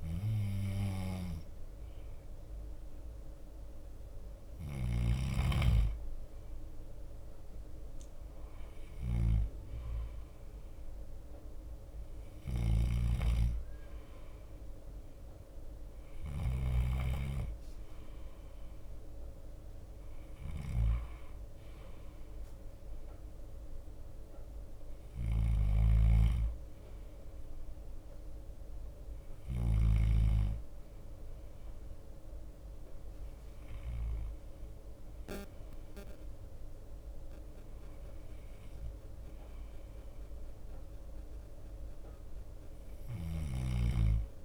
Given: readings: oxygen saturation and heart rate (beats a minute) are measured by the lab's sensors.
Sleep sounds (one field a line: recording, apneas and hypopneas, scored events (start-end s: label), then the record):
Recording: breathing in sleep by a room microphone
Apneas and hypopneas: none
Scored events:
0.00-44.45 s: bradycardia (device-marked)
From the record:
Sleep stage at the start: N2 (light sleep)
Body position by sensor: on the back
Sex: male